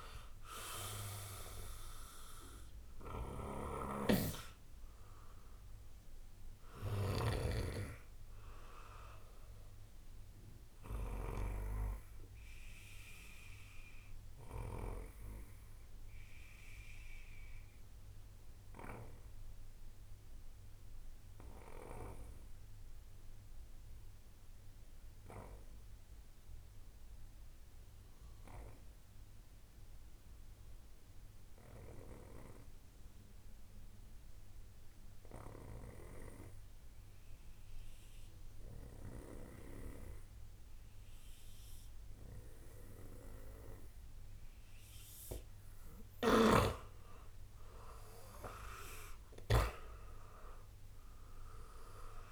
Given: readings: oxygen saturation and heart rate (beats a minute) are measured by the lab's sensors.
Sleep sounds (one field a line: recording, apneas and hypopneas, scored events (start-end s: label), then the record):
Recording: breathing in sleep by a room microphone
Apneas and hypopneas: 1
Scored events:
3.50-7.50 s: snoring (device-marked)
9.50-45.00 s: obstructive apnea (oxygen 98% before, 93% lowest, heart rate 59 before, 54 extreme, up 18 after)
47.00-50.50 s: arousal
From the record:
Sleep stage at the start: N2 (light sleep)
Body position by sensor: on the right side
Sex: male